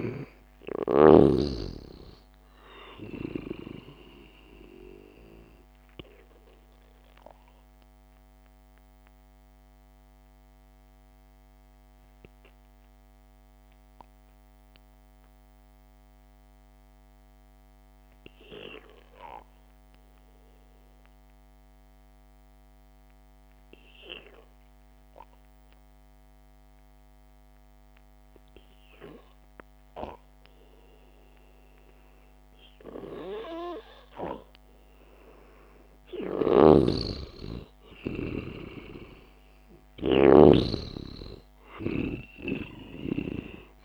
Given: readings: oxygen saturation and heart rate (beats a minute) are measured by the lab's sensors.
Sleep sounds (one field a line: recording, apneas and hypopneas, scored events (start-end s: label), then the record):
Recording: breathing in sleep by a microphone on the trachea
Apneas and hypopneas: 1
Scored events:
8.00-32.00 s: obstructive apnea (oxygen 99% before, 92% lowest, heart rate 56 before, 52 extreme)
19.00-29.00 s: oxygen desaturation (device-marked, oxygen 95% before, 92% lowest, heart rate 58 before, 52 extreme)
36.50-41.00 s: arousal
36.50-43.85 s: snoring (device-marked)
From the record:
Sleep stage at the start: N2 (light sleep)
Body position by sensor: on the back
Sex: male